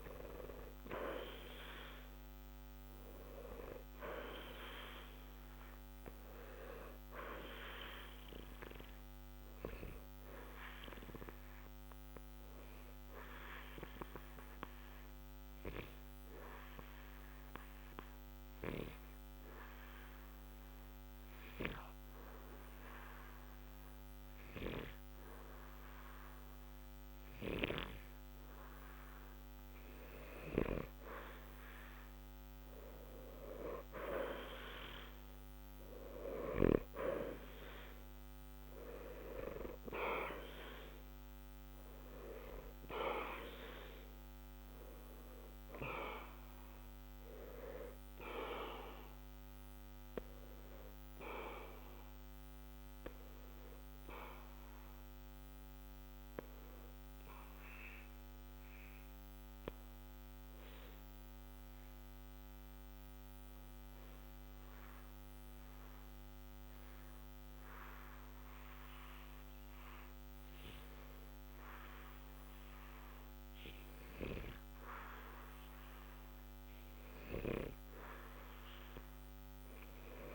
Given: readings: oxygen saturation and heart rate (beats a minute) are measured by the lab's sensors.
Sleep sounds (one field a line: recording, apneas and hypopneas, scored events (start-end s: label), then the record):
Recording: breathing in sleep by a microphone on the trachea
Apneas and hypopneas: 2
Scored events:
0.00-24.50 s: oxygen desaturation (device-marked, oxygen 89% lowest, heart rate 60 extreme)
11.00-29.50 s: obstructive apnea (oxygen 94% before, 89% lowest, heart rate 60 before, 60 extreme, up 0 after)
35.00-39.00 s: arousal
60.50-75.50 s: obstructive apnea (oxygen 93% before, 89% lowest, heart rate 60 before, 60 extreme, up 0 after)
78.50-80.35 s: arousal
From the record:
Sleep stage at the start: N2 (light sleep)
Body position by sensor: on the back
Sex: male